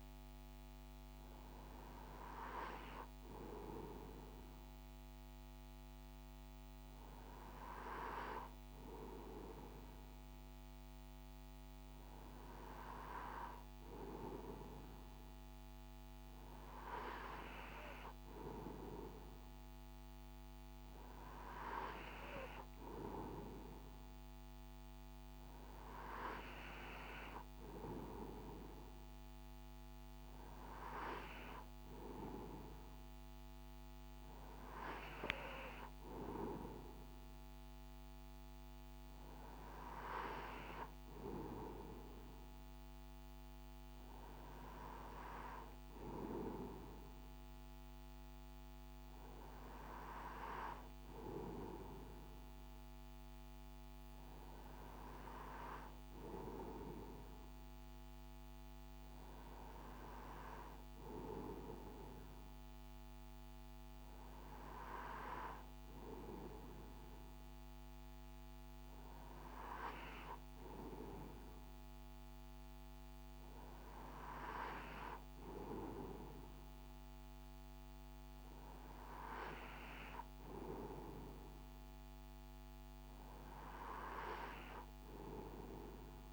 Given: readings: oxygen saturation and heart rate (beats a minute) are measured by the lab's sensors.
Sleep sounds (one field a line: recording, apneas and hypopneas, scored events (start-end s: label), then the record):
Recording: breathing in sleep by a microphone on the trachea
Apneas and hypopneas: none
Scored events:
none scored
From the record:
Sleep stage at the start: N2 (light sleep)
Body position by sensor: on the right side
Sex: male